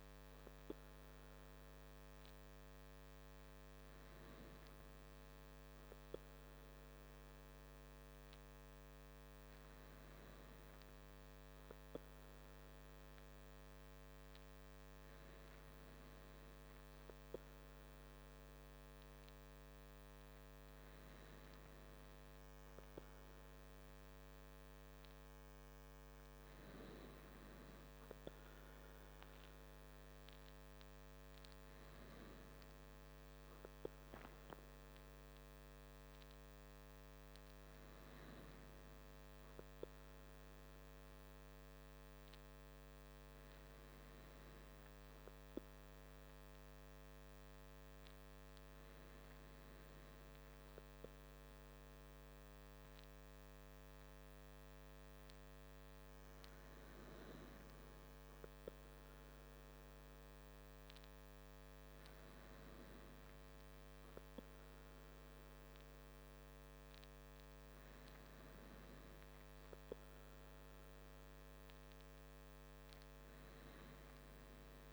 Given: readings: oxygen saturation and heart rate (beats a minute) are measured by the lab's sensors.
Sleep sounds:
breathing in sleep, hard to hear, by a microphone on the trachea; none
none scored
From the record:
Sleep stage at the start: N2 (light sleep); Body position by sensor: on the back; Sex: male

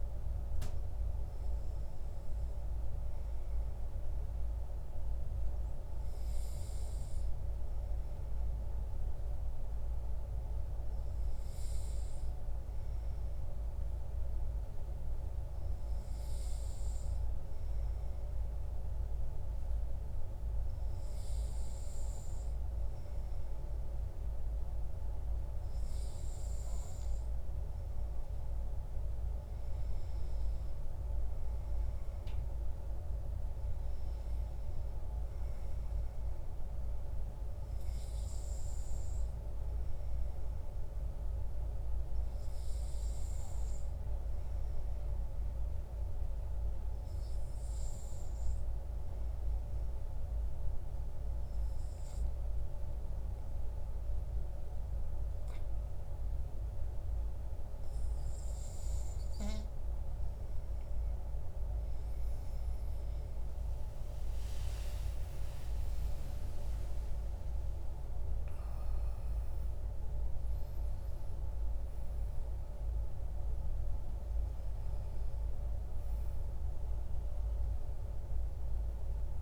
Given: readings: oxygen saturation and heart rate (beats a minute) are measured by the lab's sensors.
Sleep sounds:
breathing in sleep, hard to hear, by a room microphone; 2
2.00-24.00 s: hypopnea (oxygen 97% before, 93% lowest, heart rate 59 before, 51 extreme, up 13 after)
29.00-32.00 s: arousal
46.00-60.50 s: obstructive apnea (oxygen 97% before, 93% lowest, heart rate 57 before, 47 extreme, up 25 after)
63.00-68.00 s: arousal
64.50-79.42 s: oxygen desaturation (device-marked, oxygen 96% before, 93% lowest, heart rate 59 before, 47 extreme)
From the record:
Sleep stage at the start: N2 (light sleep); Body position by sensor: on the back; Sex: male

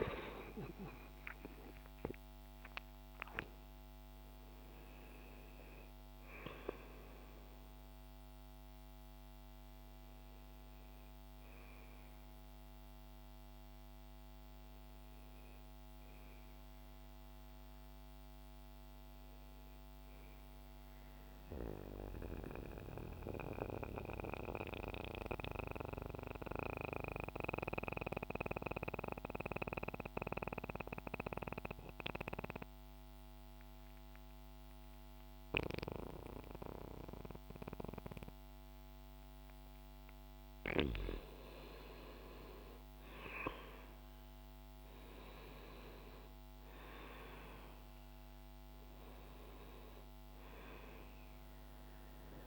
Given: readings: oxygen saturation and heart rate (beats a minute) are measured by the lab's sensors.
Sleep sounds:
breathing in sleep by a microphone on the trachea; 1
0.00-15.00 s: oxygen desaturation (device-marked, oxygen 91% lowest, heart rate 61 extreme)
20.50-38.50 s: mixed apnea (oxygen 96% before, 88% lowest, heart rate 76 before, 59 extreme, up 0 after)
40.50-45.00 s: arousal
47.00-52.47 s: oxygen desaturation (device-marked, oxygen 98% before, 88% lowest, heart rate 64 before, 59 extreme)
From the record:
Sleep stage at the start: N2 (light sleep); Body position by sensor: on the back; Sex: male

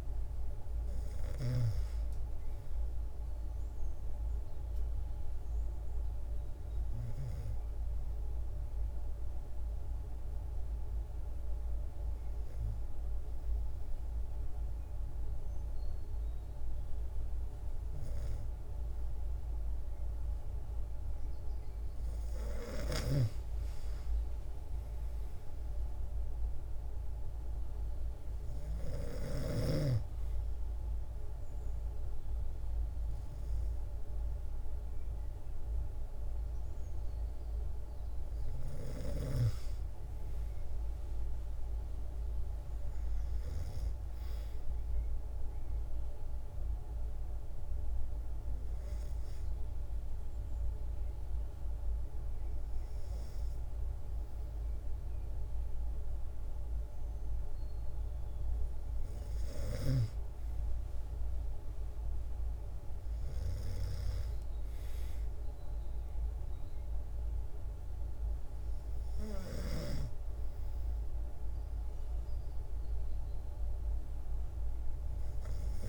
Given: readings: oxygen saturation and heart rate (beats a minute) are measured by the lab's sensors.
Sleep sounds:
breathing in sleep by a room microphone; 2
0.00-1.00 s: snoring (device-marked)
0.00-13.00 s: oxygen desaturation (device-marked, oxygen 93% lowest, heart rate 65 extreme)
4.50-21.50 s: hypopnea (oxygen 97% before, 93% lowest, heart rate 141 before, 59 extreme)
22.00-28.50 s: snoring (device-marked)
23.50-28.00 s: arousal
45.00-57.50 s: obstructive apnea (oxygen 97% before, 93% lowest, heart rate 89 before, 96 extreme)
59.00-63.00 s: snoring (device-marked)
60.00-63.50 s: arousal
66.00-75.89 s: oxygen desaturation (device-marked, oxygen 96% before, 93% lowest, heart rate 125 before, 79 extreme)
From the record:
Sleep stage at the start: N2 (light sleep); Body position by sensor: on the back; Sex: female

